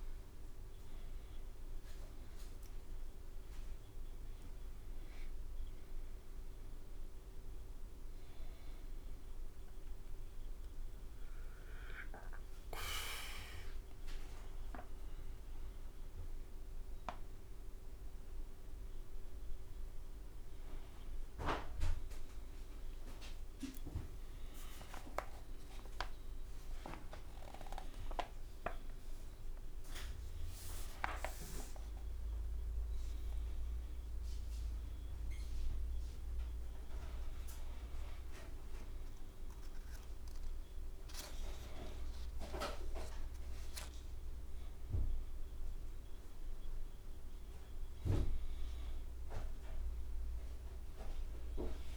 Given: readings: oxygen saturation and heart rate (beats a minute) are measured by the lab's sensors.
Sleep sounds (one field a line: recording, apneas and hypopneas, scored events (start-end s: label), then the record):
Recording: a person awake in a sleep study, by a room microphone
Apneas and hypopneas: none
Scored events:
none scored
From the record:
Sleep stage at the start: awake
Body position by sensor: on the right side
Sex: male